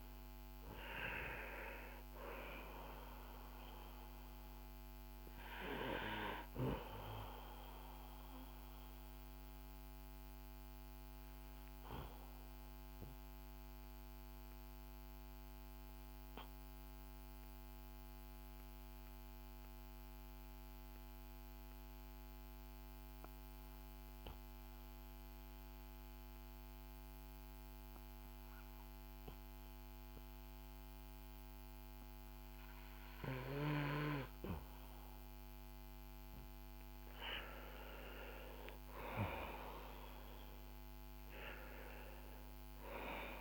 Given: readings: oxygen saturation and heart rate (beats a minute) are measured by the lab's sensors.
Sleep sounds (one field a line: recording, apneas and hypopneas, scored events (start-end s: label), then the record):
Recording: breathing in sleep by a microphone on the trachea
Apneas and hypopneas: 1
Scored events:
6.00-37.00 s: obstructive apnea (oxygen 97% before, 91% lowest, heart rate 58 before, 40 extreme, up 11 after)
13.50-30.50 s: oxygen desaturation (device-marked, oxygen 94% before, 91% lowest, heart rate 56 before, 40 extreme)
39.00-43.41 s: arousal
From the record:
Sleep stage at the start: N2 (light sleep)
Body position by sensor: on the back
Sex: male